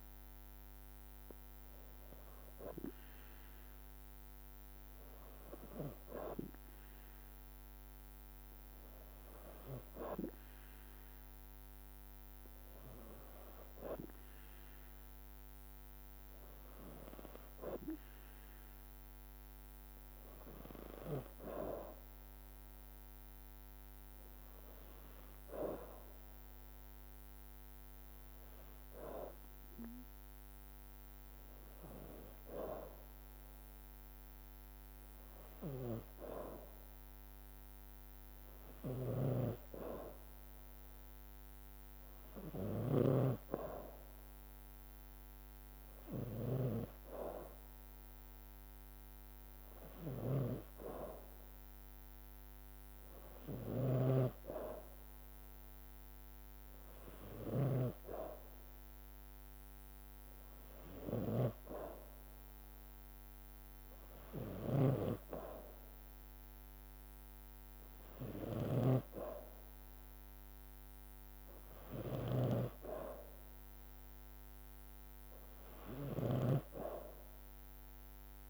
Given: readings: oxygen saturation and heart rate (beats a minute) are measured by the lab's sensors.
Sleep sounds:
breathing in sleep by a microphone on the trachea; none
39.00-78.50 s: snoring (device-marked)
From the record:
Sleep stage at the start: N2 (light sleep); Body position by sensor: on the back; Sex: female

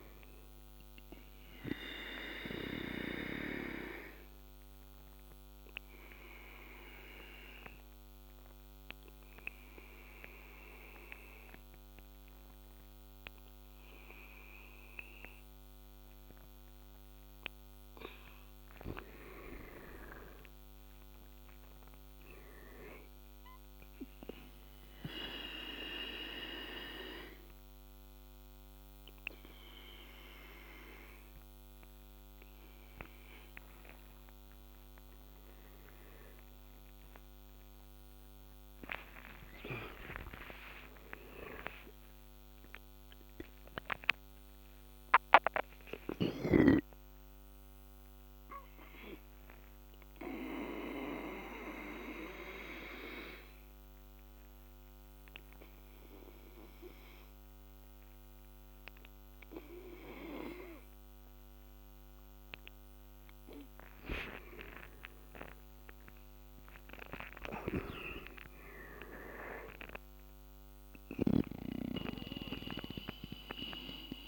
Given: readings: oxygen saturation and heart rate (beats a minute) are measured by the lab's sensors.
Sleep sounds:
breathing in sleep by a microphone on the trachea; 3
0.00-17.50 s: oxygen desaturation (device-marked, oxygen 90% lowest, heart rate 72 extreme)
3.00-16.50 s: obstructive apnea (oxygen 98% before, 89% lowest, heart rate 82 before, 72 extreme, up 13 after)
18.50-21.50 s: arousal
23.50-34.50 s: obstructive apnea (oxygen 98% before, 89% lowest, heart rate 78 before, 80 extreme, up 9 after)
25.50-58.50 s: oxygen desaturation (device-marked, oxygen 98% before, 89% lowest, heart rate 78 before, 70 extreme)
35.50-39.50 s: arousal
42.50-62.00 s: obstructive apnea (oxygen 98% before, 89% lowest, heart rate 85 before, 70 extreme, up 19 after)
63.00-67.00 s: arousal
From the record:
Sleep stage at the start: N2 (light sleep); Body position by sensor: on the back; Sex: male

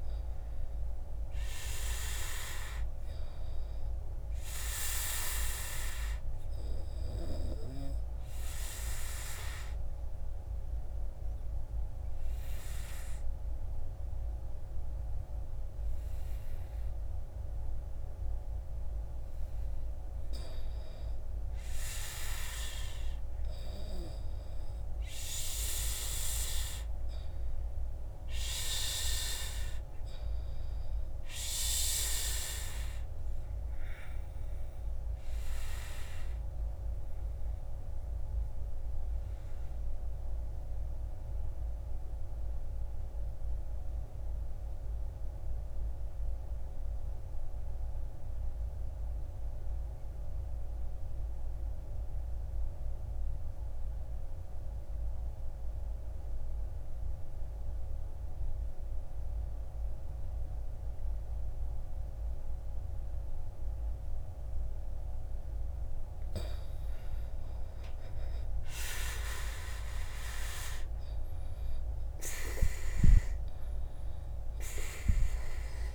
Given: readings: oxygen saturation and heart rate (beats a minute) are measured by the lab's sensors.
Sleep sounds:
breathing in sleep by a room microphone; 2
7.50-20.00 s: obstructive apnea (oxygen 99% before, 91% lowest, heart rate 60 before, 52 extreme, up 6 after)
13.00-26.00 s: oxygen desaturation (device-marked, oxygen 96% before, 91% lowest, heart rate 61 before, 52 extreme)
26.00-29.00 s: arousal
34.00-65.00 s: obstructive apnea (oxygen 98% before, 81% lowest, heart rate 57 before, 52 extreme, up 13 after)
44.00-51.00 s: oxygen desaturation (device-marked, oxygen 98% before, 95% lowest, heart rate 56 before, 54 extreme)
67.00-70.50 s: arousal
68.00-75.95 s: oxygen desaturation (device-marked, oxygen 98% before, 81% lowest, heart rate 57 before, 55 extreme)
From the record:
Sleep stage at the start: N2 (light sleep); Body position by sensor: on the back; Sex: male

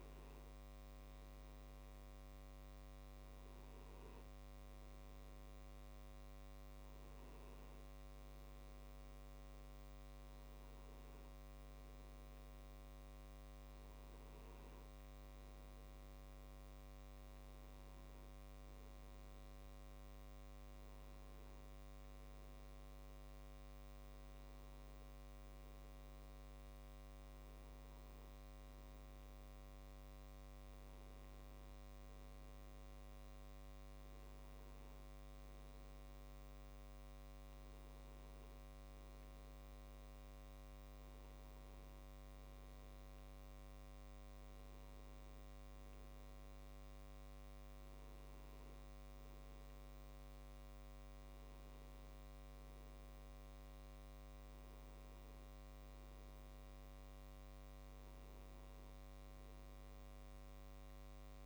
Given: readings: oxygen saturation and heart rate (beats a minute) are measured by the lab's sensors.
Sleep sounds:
breathing in sleep, hard to hear, by a microphone on the trachea; none
none scored
From the record:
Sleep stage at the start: N1 (lightest sleep); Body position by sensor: on the back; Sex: male

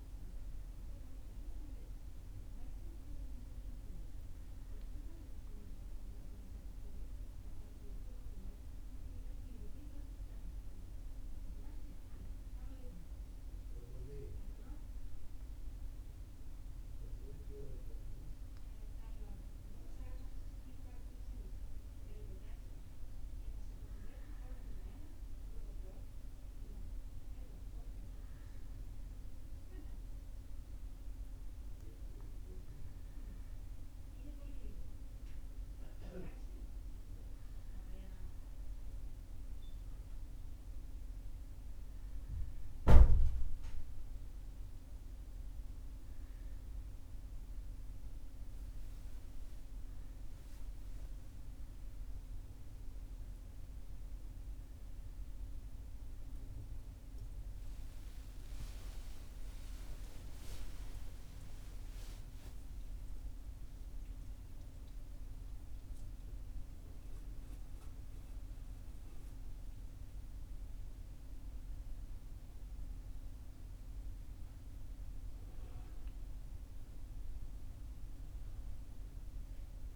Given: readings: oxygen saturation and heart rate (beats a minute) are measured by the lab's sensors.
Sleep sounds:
breathing in sleep, hard to hear, by a room microphone; none
68.50-79.96 s: new sleep stage, awake
From the record:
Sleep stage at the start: N1 (lightest sleep); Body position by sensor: on the back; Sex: male

